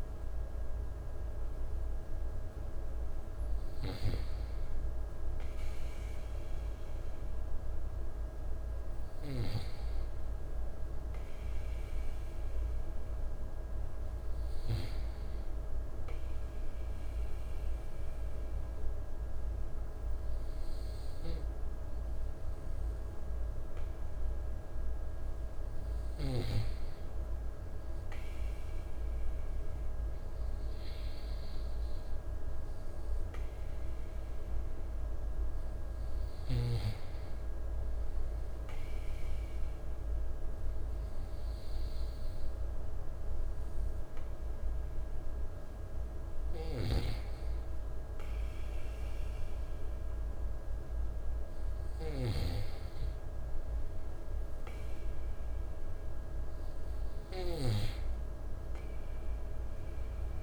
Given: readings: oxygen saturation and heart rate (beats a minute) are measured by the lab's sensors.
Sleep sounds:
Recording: breathing in sleep, hard to hear, by a room microphone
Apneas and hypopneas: none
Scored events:
none scored
From the record:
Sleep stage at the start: N2 (light sleep)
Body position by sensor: on the right side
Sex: male

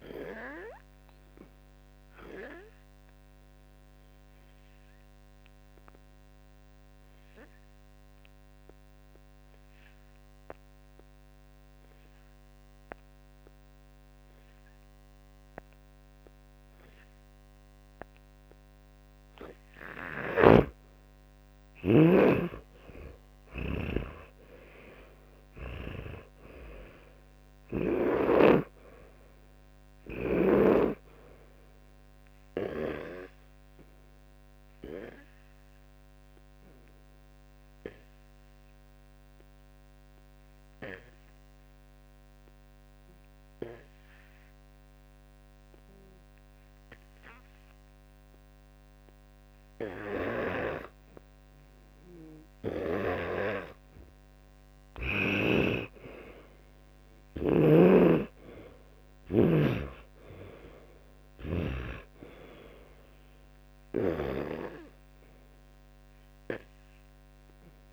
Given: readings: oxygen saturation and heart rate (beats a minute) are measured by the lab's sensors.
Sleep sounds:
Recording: breathing in sleep by a microphone on the trachea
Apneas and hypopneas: 2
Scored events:
2.50-19.50 s: obstructive apnea (oxygen 99% before, 90% lowest, heart rate 63 before, 58 extreme, up 23 after)
5.00-26.00 s: oxygen desaturation (device-marked, oxygen 99% before, 90% lowest, heart rate 63 before, 58 extreme)
20.00-28.00 s: snoring (device-marked)
22.00-26.00 s: arousal
38.00-51.50 s: obstructive apnea (oxygen 94% before, 91% lowest, heart rate 68 before, 56 extreme, up 10 after)
50.00-61.00 s: oxygen desaturation (device-marked, oxygen 95% before, 91% lowest, heart rate 62 before, 56 extreme)
53.50-57.00 s: arousal
59.50-64.00 s: snoring (device-marked)
From the record:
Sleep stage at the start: N2 (light sleep)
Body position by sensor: on the back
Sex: male

